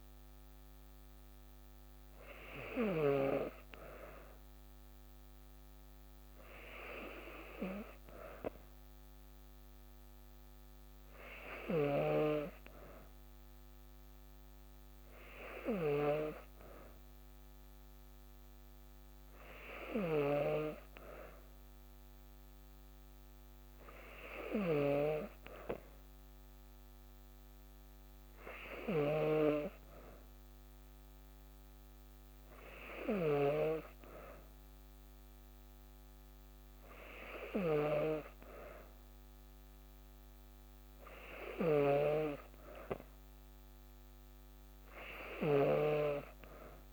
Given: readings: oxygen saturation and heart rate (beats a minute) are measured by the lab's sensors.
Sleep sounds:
breathing in sleep by a microphone on the trachea; none
none scored
From the record:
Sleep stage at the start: N2 (light sleep); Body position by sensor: on the back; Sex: female

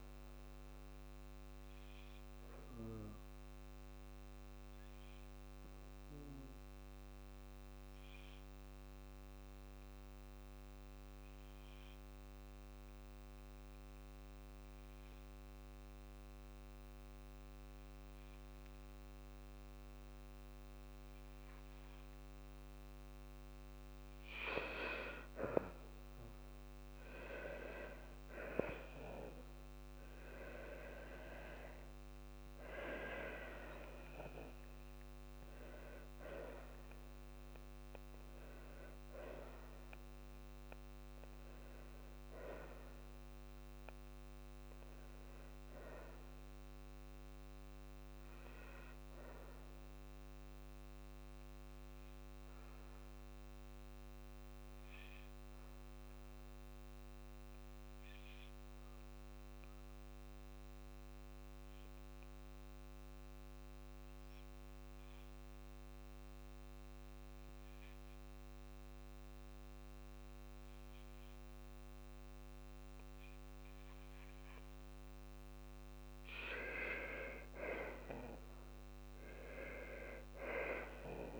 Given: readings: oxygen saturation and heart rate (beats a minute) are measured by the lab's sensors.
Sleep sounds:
breathing in sleep by a microphone on the trachea; 2
2.50-22.50 s: obstructive apnea (oxygen 98% before, 95% lowest, heart rate 66 before, 52 extreme, up 5 after)
26.00-31.00 s: arousal
31.50-33.50 s: long interval between heartbeats (device-marked, heart rate 54 before, 58 extreme)
50.00-72.50 s: hypopnea (oxygen 98% before, 93% lowest, heart rate 58 before, 53 extreme, up 3 after)
64.50-75.50 s: oxygen desaturation (device-marked, oxygen 98% before, 95% lowest, heart rate 53 before, 53 extreme)
76.50-81.00 s: arousal
From the record:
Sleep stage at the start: N2 (light sleep); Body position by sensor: on the back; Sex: female

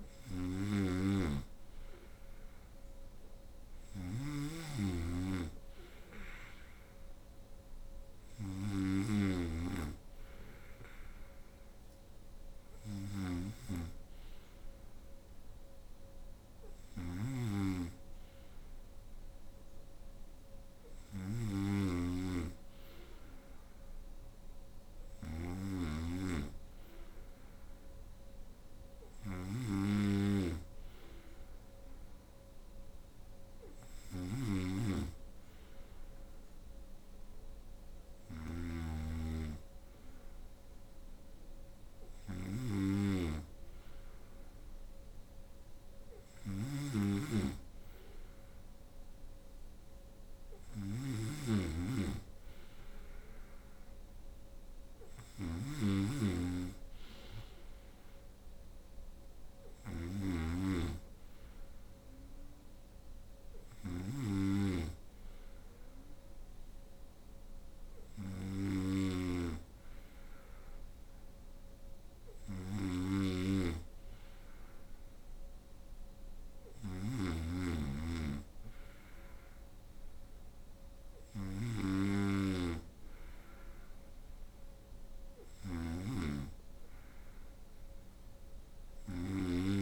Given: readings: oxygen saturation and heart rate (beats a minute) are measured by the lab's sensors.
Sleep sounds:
breathing in sleep by a room microphone; none
0.00-89.82 s: snoring (device-marked)
From the record:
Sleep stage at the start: N2 (light sleep); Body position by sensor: on the right side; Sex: female

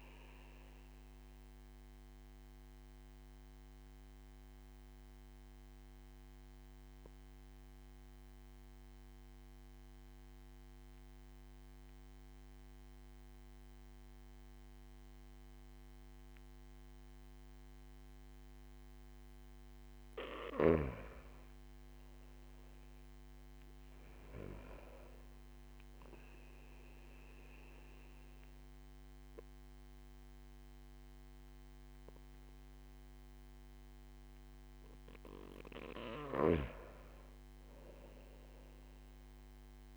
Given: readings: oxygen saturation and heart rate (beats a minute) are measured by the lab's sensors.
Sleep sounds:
breathing in sleep by a microphone on the trachea; 1
0.50-20.00 s: obstructive apnea (oxygen 97% before, 94% lowest)
21.50-25.00 s: arousal
From the record:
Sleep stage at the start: N2 (light sleep); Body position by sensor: on the back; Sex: male

